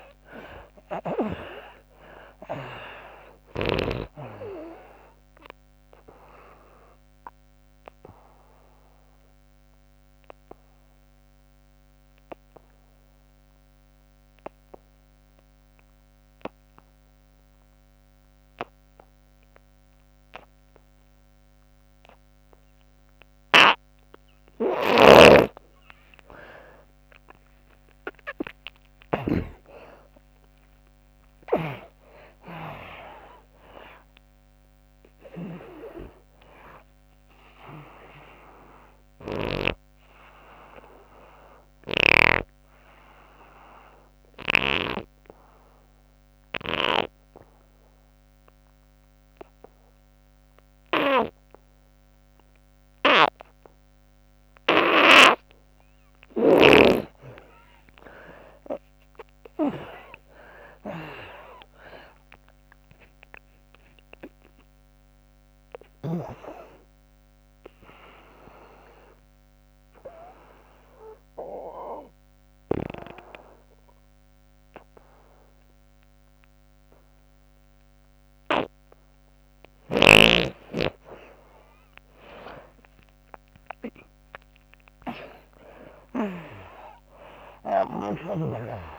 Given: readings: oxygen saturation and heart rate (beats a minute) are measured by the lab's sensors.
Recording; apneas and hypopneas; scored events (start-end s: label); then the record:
breathing in sleep by a microphone on the trachea; 3
0.00-16.00 s: oxygen desaturation (device-marked, oxygen 78% lowest, heart rate 68 extreme)
6.00-23.50 s: obstructive apnea (oxygen 98% before, 76% lowest, heart rate 76 before, 68 extreme, up 20 after)
24.50-29.00 s: snoring (device-marked)
26.00-30.50 s: arousal
31.00-39.50 s: snoring (device-marked)
33.00-47.00 s: oxygen desaturation (device-marked, oxygen 96% before, 76% lowest, heart rate 75 before, 74 extreme)
43.00-54.00 s: obstructive apnea (oxygen 97% before, 76% lowest, heart rate 89 before, 75 extreme, up 25 after)
54.00-77.00 s: oxygen desaturation (device-marked, oxygen 97% before, 80% lowest, heart rate 89 before, 75 extreme)
57.00-60.50 s: arousal
64.00-78.50 s: obstructive apnea (oxygen 97% before, 77% lowest, heart rate 84 before, 78 extreme, up 13 after)
82.50-87.00 s: arousal
86.00-88.98 s: oxygen desaturation (device-marked, oxygen 97% before, 83% lowest, heart rate 92 before, 83 extreme)
From the record:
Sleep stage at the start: N2 (light sleep); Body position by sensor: on the back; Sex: female